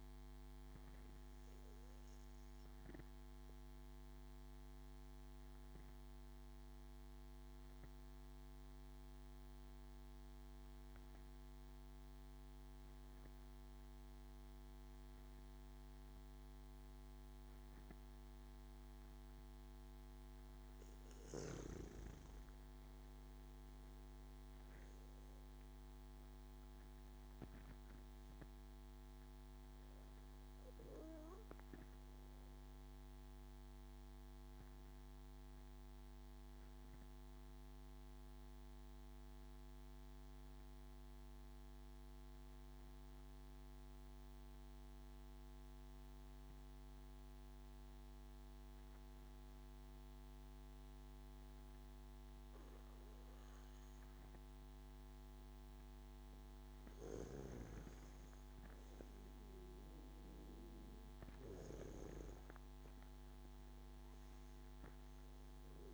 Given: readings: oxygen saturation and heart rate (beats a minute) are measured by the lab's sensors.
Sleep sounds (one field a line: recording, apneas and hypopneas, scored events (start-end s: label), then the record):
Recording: breathing in sleep, hard to hear, by a microphone on the trachea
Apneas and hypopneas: 2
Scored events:
2.50-19.50 s: obstructive apnea (oxygen 96% before, 92% lowest)
21.50-24.00 s: arousal
34.00-55.00 s: obstructive apnea (oxygen 97% before, 92% lowest)
57.50-60.50 s: arousal
63.00-65.94 s: oxygen desaturation (device-marked, oxygen 96% before, 92% lowest)
From the record:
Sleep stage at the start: N2 (light sleep)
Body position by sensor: on the back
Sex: male